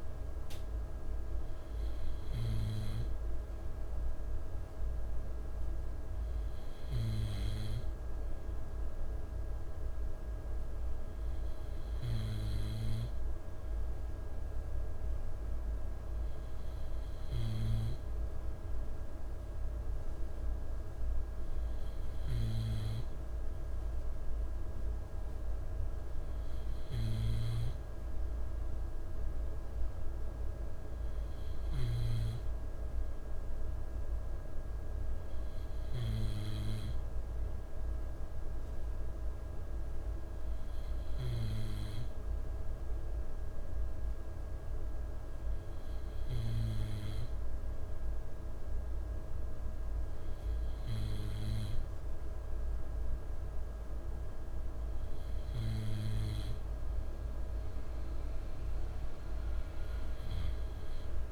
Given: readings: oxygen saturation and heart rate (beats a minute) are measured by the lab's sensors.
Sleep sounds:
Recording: breathing in sleep, hard to hear, by a room microphone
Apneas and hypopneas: none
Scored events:
none scored
From the record:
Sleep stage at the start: N2 (light sleep)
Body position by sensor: on the left side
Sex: male

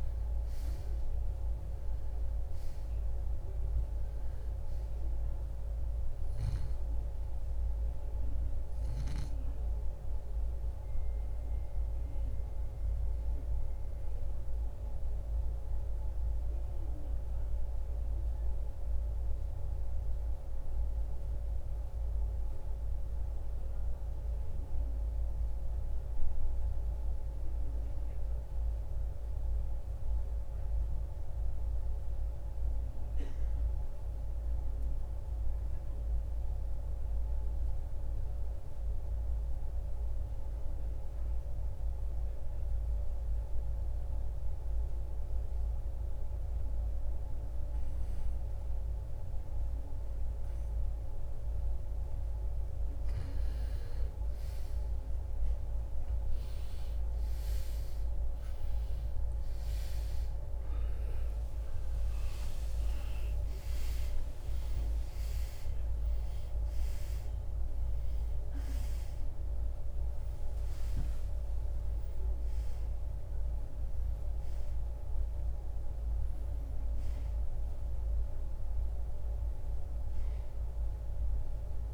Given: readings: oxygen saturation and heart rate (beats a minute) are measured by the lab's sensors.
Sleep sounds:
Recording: breathing in sleep, hard to hear, by a room microphone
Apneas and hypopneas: 1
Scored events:
0.00-33.50 s: oxygen desaturation (device-marked, oxygen 82% lowest, heart rate 45 extreme)
10.00-51.00 s: obstructive apnea (oxygen 96% before, 82% lowest, heart rate 70 before, 45 extreme, up 35 after)
55.50-61.50 s: arousal
67.50-81.94 s: new sleep stage, REM sleep
From the record:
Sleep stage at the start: N2 (light sleep)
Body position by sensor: on the right side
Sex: male

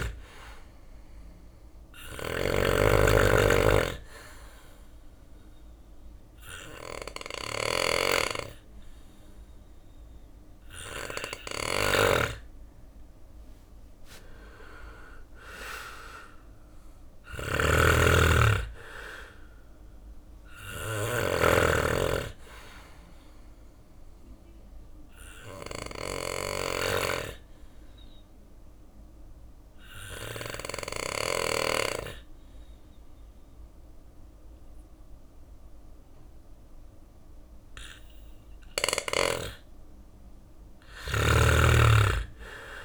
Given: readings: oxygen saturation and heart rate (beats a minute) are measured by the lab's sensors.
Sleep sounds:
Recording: breathing in sleep by a room microphone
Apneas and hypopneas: 2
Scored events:
0.00-30.50 s: snoring (device-marked)
3.50-13.50 s: obstructive apnea (oxygen 97% before, 89% lowest, heart rate 66 before, 65 extreme, up 13 after)
5.50-16.50 s: oxygen desaturation (device-marked, oxygen 97% before, 93% lowest, heart rate 67 before, 65 extreme)
13.00-15.00 s: long interval between heartbeats (device-marked, heart rate 68 before, 75 extreme)
14.50-18.50 s: arousal
14.50-25.50 s: drop in pulse transit time (device-marked, heart rate 69 before, 65 extreme)
22.00-37.00 s: obstructive apnea (oxygen 97% before, 89% lowest, heart rate 72 before, 65 extreme, up 2 after)
23.50-37.50 s: oxygen desaturation (device-marked, oxygen 95% before, 91% lowest, heart rate 71 before, 66 extreme)
39.50-42.85 s: drop in pulse transit time (device-marked, heart rate 66 before, 67 extreme)
40.00-42.85 s: arousal
From the record:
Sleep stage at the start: N2 (light sleep)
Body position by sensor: on the back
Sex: male

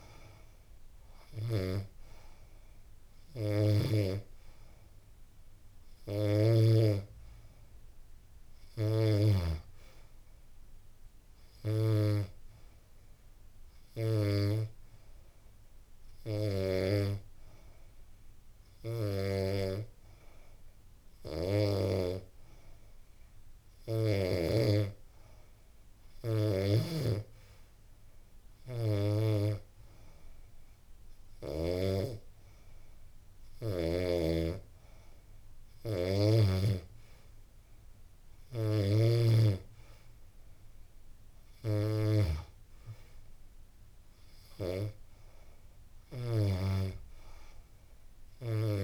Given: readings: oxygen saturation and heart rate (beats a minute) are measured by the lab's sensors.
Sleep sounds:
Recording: breathing in sleep by a room microphone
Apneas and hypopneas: none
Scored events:
0.00-16.00 s: oxygen desaturation (device-marked, oxygen 89% lowest, heart rate 84 extreme)
From the record:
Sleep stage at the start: N2 (light sleep)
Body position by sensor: on the back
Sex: female

